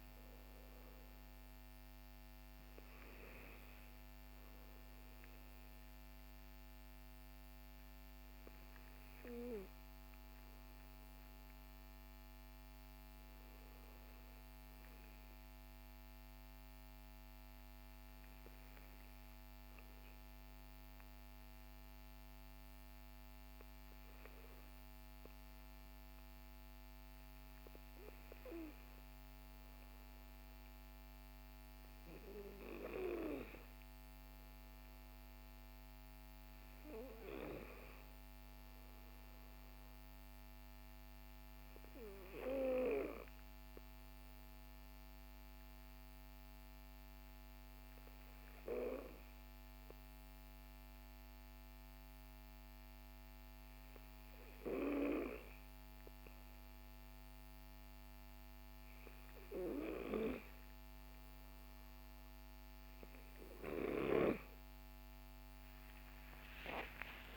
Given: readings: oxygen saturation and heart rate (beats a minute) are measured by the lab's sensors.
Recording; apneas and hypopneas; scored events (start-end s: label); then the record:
breathing in sleep by a microphone on the trachea; 2
15.50-27.00 s: obstructive apnea (oxygen 96% before, 95% lowest, heart rate 54 before, 42 extreme, up 12 after)
29.00-33.50 s: arousal
41.00-59.00 s: obstructive apnea (oxygen 98% before, 95% lowest, heart rate 54 before, 42 extreme, up 26 after)
62.50-67.37 s: new sleep stage, N1 (lightest sleep)
66.00-67.37 s: arousal
From the record:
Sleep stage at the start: N2 (light sleep); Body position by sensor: on the back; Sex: male